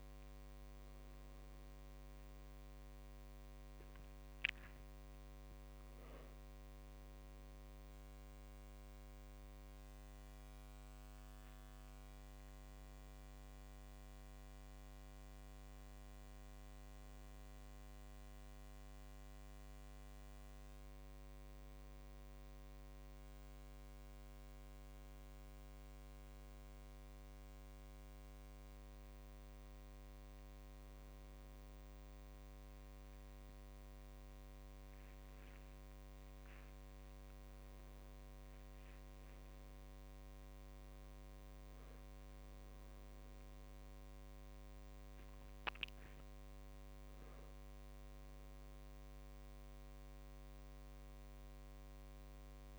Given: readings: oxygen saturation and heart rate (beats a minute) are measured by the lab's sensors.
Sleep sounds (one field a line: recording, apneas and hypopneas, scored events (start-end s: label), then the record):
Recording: a person awake in a sleep study, hard to hear, by a microphone on the trachea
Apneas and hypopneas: none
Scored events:
none scored
From the record:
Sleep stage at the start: awake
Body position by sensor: on the right side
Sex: male